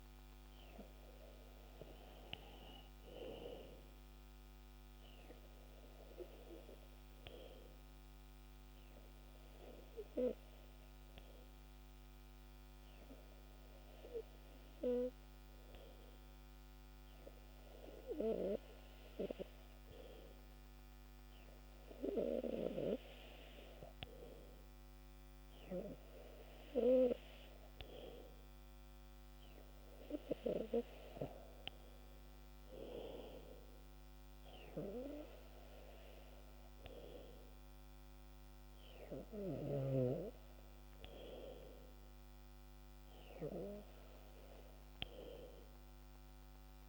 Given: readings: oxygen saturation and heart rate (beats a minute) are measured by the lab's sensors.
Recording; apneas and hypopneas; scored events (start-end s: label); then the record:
breathing in sleep by a microphone on the trachea; 1
6.00-23.50 s: hypopnea (oxygen 97% before, 94% lowest, heart rate 64 before, 62 extreme, up 4 after)
26.50-29.50 s: arousal
From the record:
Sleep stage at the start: N2 (light sleep); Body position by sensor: on the back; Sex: male